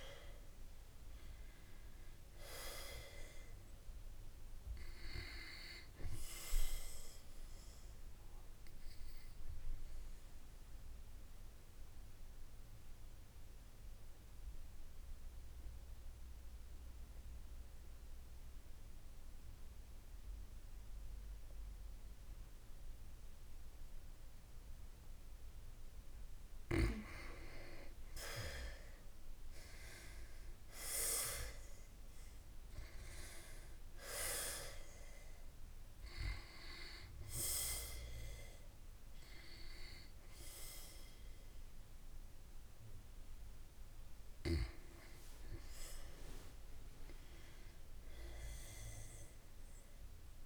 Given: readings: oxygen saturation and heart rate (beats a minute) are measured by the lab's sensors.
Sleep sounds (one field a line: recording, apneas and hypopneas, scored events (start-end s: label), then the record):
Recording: breathing in sleep by a room microphone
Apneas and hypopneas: 1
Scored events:
0.00-14.00 s: oxygen desaturation (device-marked, oxygen 88% lowest, heart rate 53 extreme)
9.00-24.50 s: obstructive apnea (oxygen 97% before, 89% lowest, heart rate 55 before, 54 extreme, up 12 after)
27.00-30.00 s: arousal
33.00-50.45 s: oxygen desaturation (device-marked, oxygen 97% before, 91% lowest, heart rate 57 before, 53 extreme)
From the record:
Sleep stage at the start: N2 (light sleep)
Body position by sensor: on the back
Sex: female